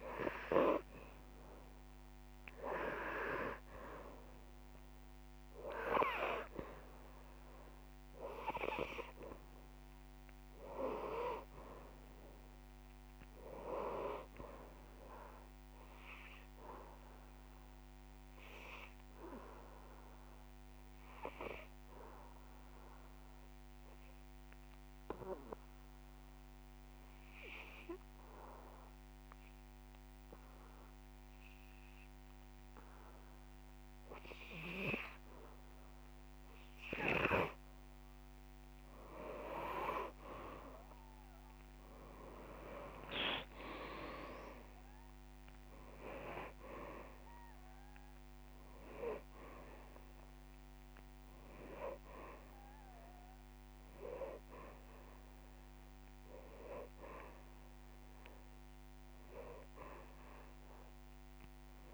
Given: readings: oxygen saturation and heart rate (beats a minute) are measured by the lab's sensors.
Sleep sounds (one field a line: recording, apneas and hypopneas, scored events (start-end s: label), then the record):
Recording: breathing in sleep by a microphone on the trachea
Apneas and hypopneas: 1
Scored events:
0.00-3.00 s: arousal
4.00-24.00 s: oxygen desaturation (device-marked, oxygen 97% before, 93% lowest)
17.50-37.00 s: obstructive apnea (oxygen 98% before, 90% lowest)
35.00-37.00 s: long interval between heartbeats (device-marked)
40.50-44.00 s: arousal
45.00-61.94 s: oxygen desaturation (device-marked, oxygen 97% before, 90% lowest)
58.00-60.00 s: long interval between heartbeats (device-marked)
From the record:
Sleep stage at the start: N2 (light sleep)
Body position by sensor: on the back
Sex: male